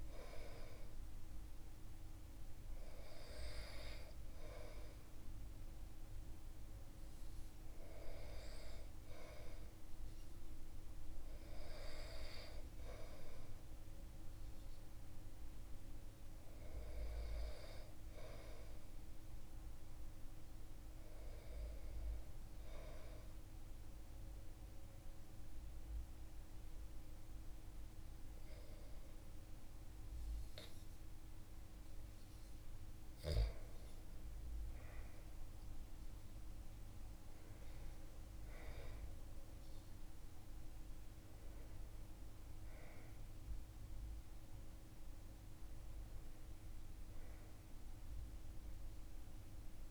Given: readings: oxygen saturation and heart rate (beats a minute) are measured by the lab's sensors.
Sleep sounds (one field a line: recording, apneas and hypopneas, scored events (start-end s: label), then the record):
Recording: breathing in sleep by a room microphone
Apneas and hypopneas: 1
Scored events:
20.00-33.50 s: hypopnea (oxygen 97% before, 95% lowest)
35.00-39.50 s: arousal
From the record:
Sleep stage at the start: N2 (light sleep)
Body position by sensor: on the back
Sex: male